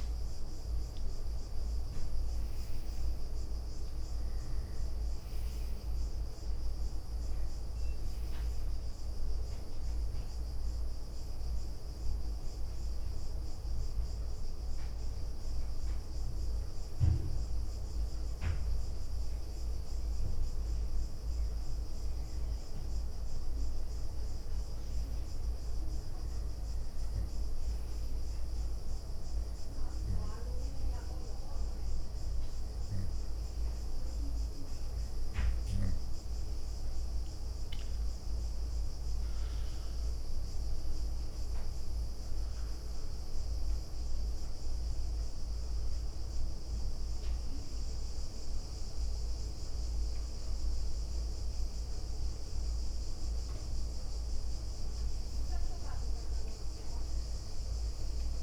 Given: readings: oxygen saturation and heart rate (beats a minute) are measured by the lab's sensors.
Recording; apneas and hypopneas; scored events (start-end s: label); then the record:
breathing in sleep, hard to hear, by a room microphone; none
0.50-2.50 s: leg movement (device-marked)
3.50-5.50 s: leg movement (device-marked)
7.00-8.50 s: leg movement (device-marked)
9.50-12.00 s: leg movement (device-marked)
12.50-14.00 s: leg movement (device-marked)
21.00-29.00 s: leg movement (device-marked)
29.50-38.50 s: leg movement (device-marked)
38.50-43.00 s: arousal
50.00-51.50 s: leg movement (device-marked)
53.50-56.00 s: leg movement (device-marked)
56.50-58.43 s: leg movement (device-marked)
From the record:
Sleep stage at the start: N2 (light sleep); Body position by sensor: on the right side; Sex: female